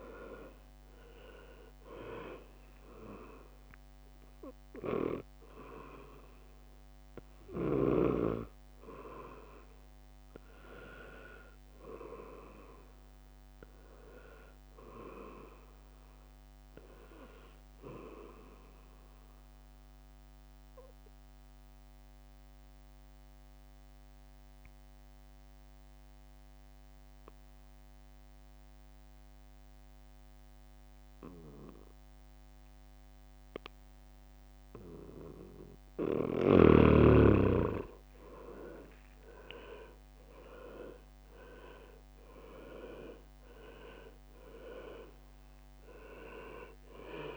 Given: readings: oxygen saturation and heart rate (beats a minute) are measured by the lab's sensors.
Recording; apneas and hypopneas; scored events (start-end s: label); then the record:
breathing in sleep by a microphone on the trachea; 2
0.00-7.00 s: drop in pulse transit time (device-marked, heart rate 64 extreme)
0.00-21.00 s: oxygen desaturation (device-marked, oxygen 90% lowest, heart rate 63 extreme)
1.00-11.00 s: hypopnea (oxygen 99% before, 90% lowest, heart rate 67 before, 63 extreme, up 5 after)
12.50-16.00 s: arousal
20.50-34.50 s: obstructive apnea (oxygen 98% before, 92% lowest, heart rate 67 before, 63 extreme, up 8 after)
37.00-41.00 s: arousal
38.00-47.37 s: drop in pulse transit time (device-marked, heart rate 65 before, 69 extreme)
39.00-47.37 s: oxygen desaturation (device-marked, oxygen 98% before, 92% lowest, heart rate 65 before, 61 extreme)
From the record:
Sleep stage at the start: N2 (light sleep); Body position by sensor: on the back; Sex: male